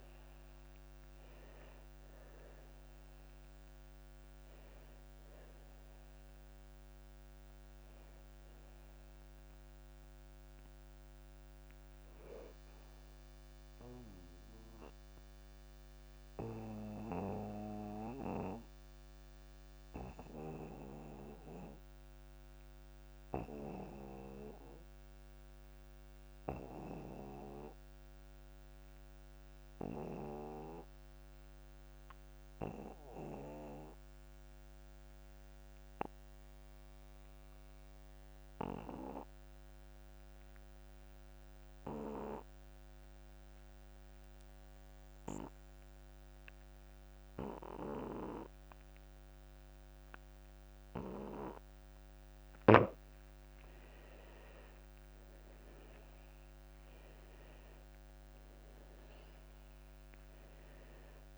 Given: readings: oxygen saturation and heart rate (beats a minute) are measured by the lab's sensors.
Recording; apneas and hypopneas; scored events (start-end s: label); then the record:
breathing in sleep by a microphone on the trachea; 1
0.00-27.00 s: oxygen desaturation (device-marked, oxygen 72% lowest)
17.50-53.00 s: obstructive apnea (oxygen 85% before, 72% lowest)
39.00-61.37 s: oxygen desaturation (device-marked, oxygen 100% before, 74% lowest)
55.00-59.00 s: arousal
From the record:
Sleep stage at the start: N2 (light sleep); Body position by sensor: on the back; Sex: male